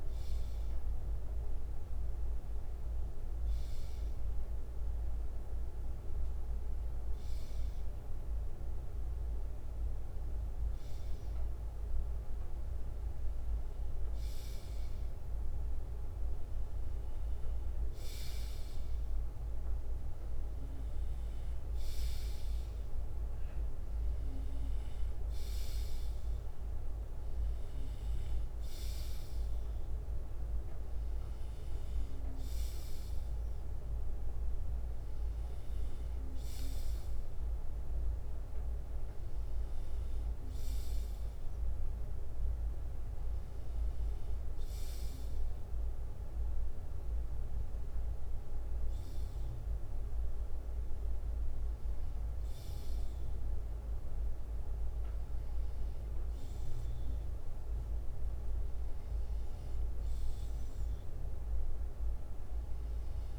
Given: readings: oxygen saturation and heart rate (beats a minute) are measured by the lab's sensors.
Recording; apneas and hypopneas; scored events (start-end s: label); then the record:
breathing in sleep, hard to hear, by a room microphone; none
0.00-11.00 s: bradycardia (device-marked, heart rate 55 extreme)
45.00-55.00 s: bradycardia (device-marked, heart rate 61 before, 57 extreme)
From the record:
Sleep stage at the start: N2 (light sleep); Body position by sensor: on the left side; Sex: male